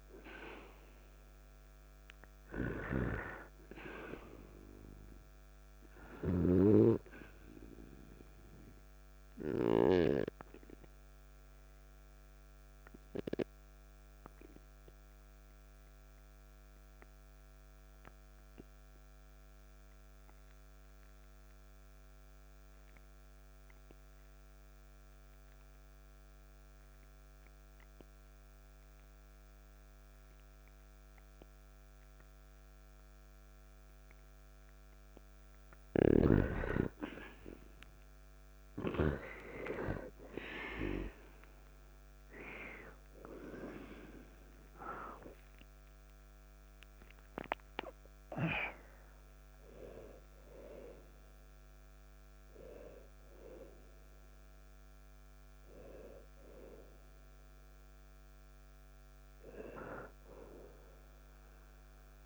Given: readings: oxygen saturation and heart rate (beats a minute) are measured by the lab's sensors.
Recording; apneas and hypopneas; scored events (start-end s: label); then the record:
breathing in sleep by a microphone on the trachea; 1
0.00-1.00 s: arousal
2.50-10.00 s: snoring (device-marked)
4.50-15.50 s: oxygen desaturation (device-marked, oxygen 98% before, 94% lowest, heart rate 52 before, 49 extreme)
9.50-34.00 s: obstructive apnea (oxygen 98% before, 90% lowest, heart rate 52 before, 49 extreme)
17.50-34.50 s: oxygen desaturation (device-marked, oxygen 96% before, 90% lowest, heart rate 52 before, 49 extreme)
35.50-39.00 s: snoring (device-marked)
39.00-44.00 s: arousal
42.50-54.50 s: oxygen desaturation (device-marked, oxygen 98% before, 94% lowest, heart rate 52 before, 53 extreme)
From the record:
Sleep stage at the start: N2 (light sleep); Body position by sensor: on the back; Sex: male